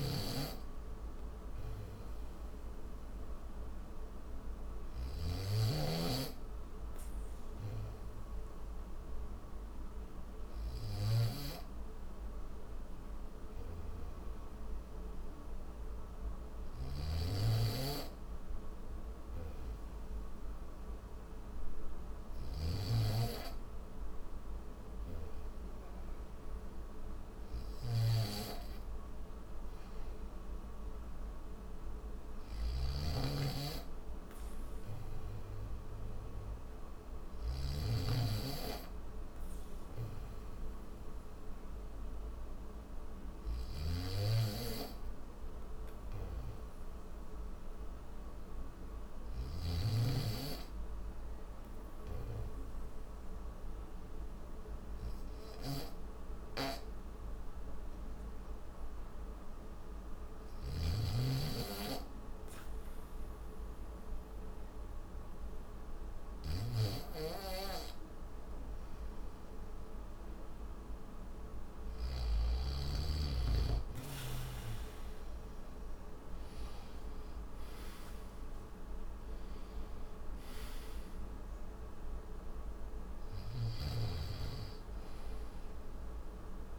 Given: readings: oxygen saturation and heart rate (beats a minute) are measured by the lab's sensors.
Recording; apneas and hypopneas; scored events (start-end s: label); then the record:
breathing in sleep by a room microphone; none
0.00-72.00 s: snoring (device-marked)
From the record:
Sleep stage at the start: N2 (light sleep); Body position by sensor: on the back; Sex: male